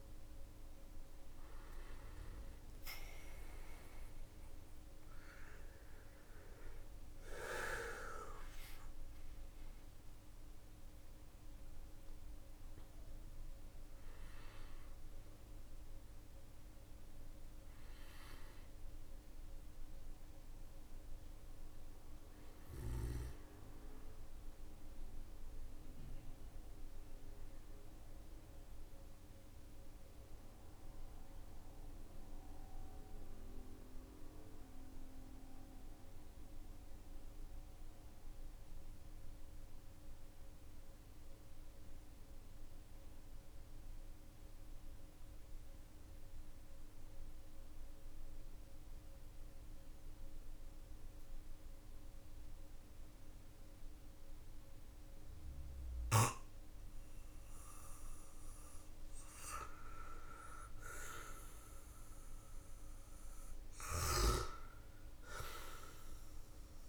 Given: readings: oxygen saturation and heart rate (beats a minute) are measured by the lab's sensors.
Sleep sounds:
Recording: breathing in sleep by a room microphone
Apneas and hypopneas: 1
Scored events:
0.00-3.00 s: arousal
31.50-56.00 s: mixed apnea (oxygen 94% before, 91% lowest, heart rate 52 before, 44 extreme, up 12 after)
55.00-66.89 s: oxygen desaturation (device-marked, oxygen 99% before, 91% lowest, heart rate 51 before, 44 extreme)
57.50-64.00 s: arousal
From the record:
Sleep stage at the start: N2 (light sleep)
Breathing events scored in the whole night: 324 in 5.7 hours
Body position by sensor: on the back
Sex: male

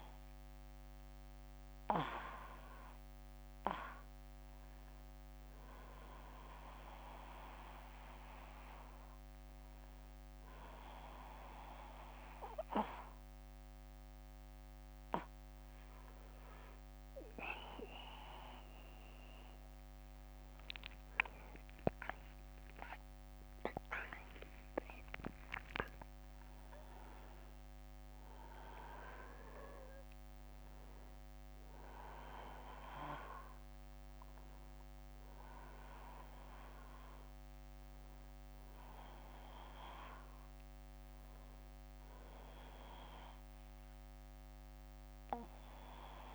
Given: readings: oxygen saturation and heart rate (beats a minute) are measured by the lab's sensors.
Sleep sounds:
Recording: breathing in sleep by a microphone on the trachea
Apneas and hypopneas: none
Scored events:
19.00-23.00 s: arousal
From the record:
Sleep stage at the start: N1 (lightest sleep)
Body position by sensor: on the back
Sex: male

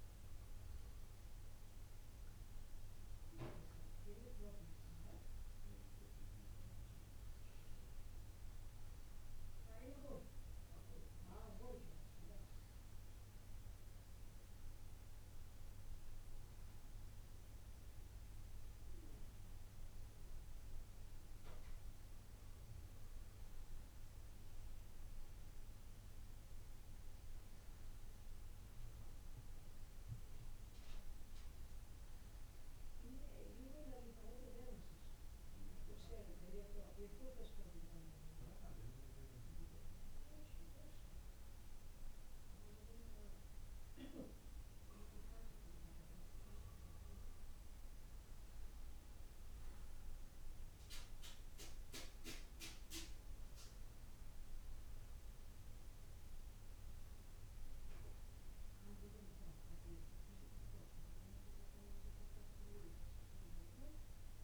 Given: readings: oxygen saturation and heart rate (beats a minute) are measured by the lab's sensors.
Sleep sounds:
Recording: breathing in sleep by a room microphone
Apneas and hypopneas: none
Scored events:
none scored
From the record:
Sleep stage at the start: N2 (light sleep)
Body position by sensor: on the back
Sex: male

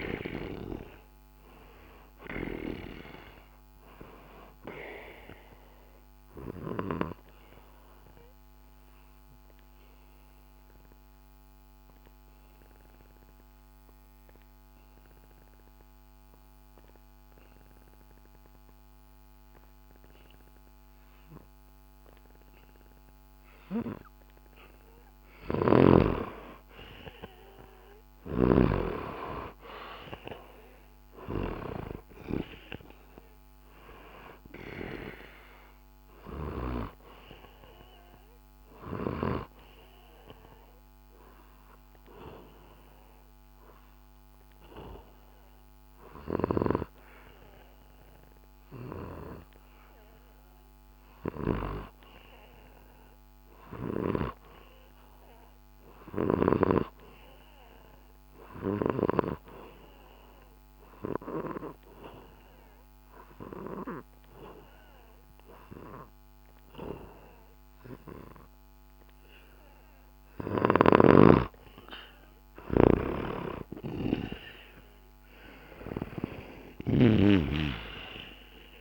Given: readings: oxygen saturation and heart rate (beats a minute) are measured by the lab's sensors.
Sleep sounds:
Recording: breathing in sleep by a microphone on the trachea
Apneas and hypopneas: 2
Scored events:
0.00-1.00 s: arousal
1.00-23.00 s: oxygen desaturation (device-marked, oxygen 97% before, 91% lowest, heart rate 67 before, 64 extreme)
5.00-25.50 s: obstructive apnea (oxygen 98% before, 90% lowest, heart rate 66 before, 64 extreme, up 0 after)
25.00-31.50 s: snoring (device-marked)
27.50-31.50 s: arousal
34.00-51.00 s: oxygen desaturation (device-marked, oxygen 97% before, 91% lowest, heart rate 67 before, 65 extreme)
40.50-71.00 s: obstructive apnea (oxygen 97% before, 88% lowest, heart rate 66 before, 56 extreme, up 0 after)
69.00-78.81 s: oxygen desaturation (device-marked, oxygen 96% before, 88% lowest, heart rate 67 before, 56 extreme)
70.50-77.00 s: snoring (device-marked)
73.50-77.50 s: arousal
From the record:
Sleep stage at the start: N2 (light sleep)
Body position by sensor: on the back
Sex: male

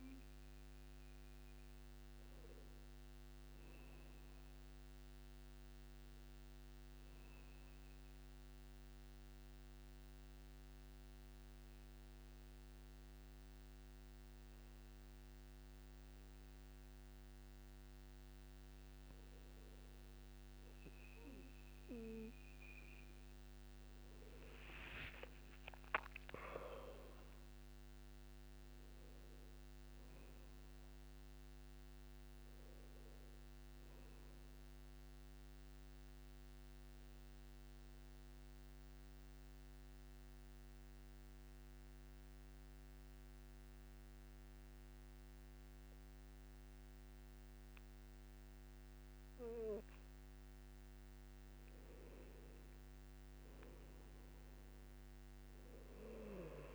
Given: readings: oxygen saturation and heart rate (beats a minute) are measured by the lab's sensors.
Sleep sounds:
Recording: breathing in sleep by a microphone on the trachea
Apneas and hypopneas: 2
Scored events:
0.00-5.50 s: oxygen desaturation (device-marked, oxygen 93% lowest, heart rate 53 extreme)
8.00-19.50 s: obstructive apnea (oxygen 99% before, 93% lowest, heart rate 60 before, 53 extreme, up 12 after)
25.00-29.00 s: arousal
30.50-44.50 s: oxygen desaturation (device-marked, oxygen 98% before, 94% lowest, heart rate 60 before, 50 extreme)
38.00-51.00 s: central apnea (oxygen 98% before, 91% lowest, heart rate 62 before, 50 extreme, up 8 after)
52.00-55.50 s: arousal
From the record:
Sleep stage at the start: N2 (light sleep)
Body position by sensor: on the back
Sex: male

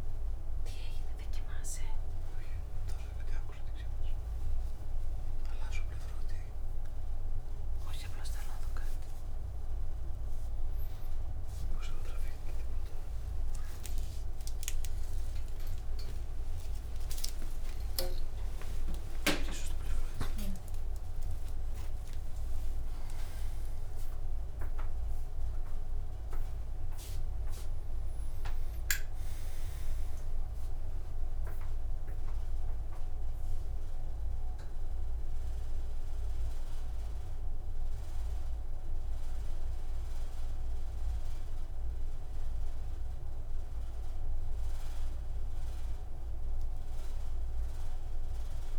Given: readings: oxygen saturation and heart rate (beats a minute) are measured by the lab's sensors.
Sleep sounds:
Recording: breathing in sleep by a room microphone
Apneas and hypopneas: none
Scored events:
13.00-21.50 s: arousal
From the record:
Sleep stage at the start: N2 (light sleep)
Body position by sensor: on the right side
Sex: male

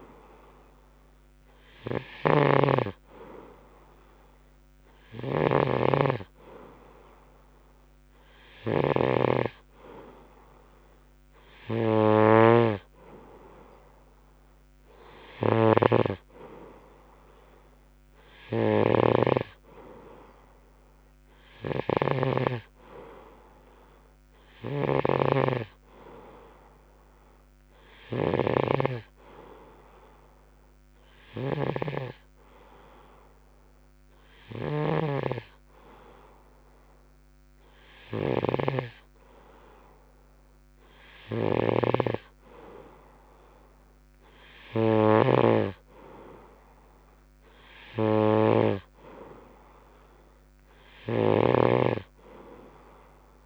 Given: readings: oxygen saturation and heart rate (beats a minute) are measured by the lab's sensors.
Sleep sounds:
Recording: breathing in sleep by a microphone on the trachea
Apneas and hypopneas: none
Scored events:
0.00-29.00 s: snoring (device-marked)
35.00-53.46 s: snoring (device-marked)
From the record:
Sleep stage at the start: N2 (light sleep)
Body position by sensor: on the right side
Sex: male

